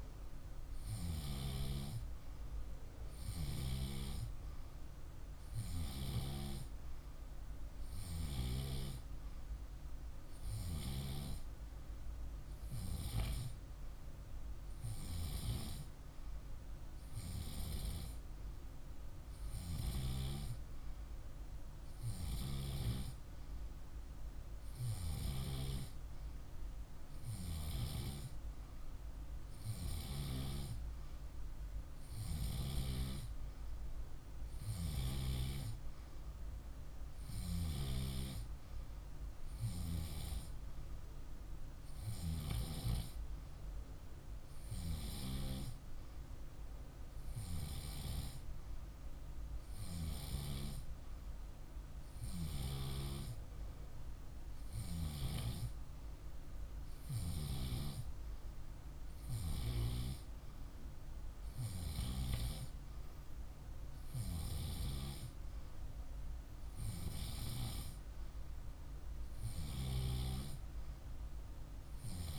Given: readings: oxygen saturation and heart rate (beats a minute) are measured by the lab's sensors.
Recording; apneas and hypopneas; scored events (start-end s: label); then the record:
breathing in sleep by a room microphone; none
none scored
From the record:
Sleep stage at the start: N2 (light sleep); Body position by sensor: on the left side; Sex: male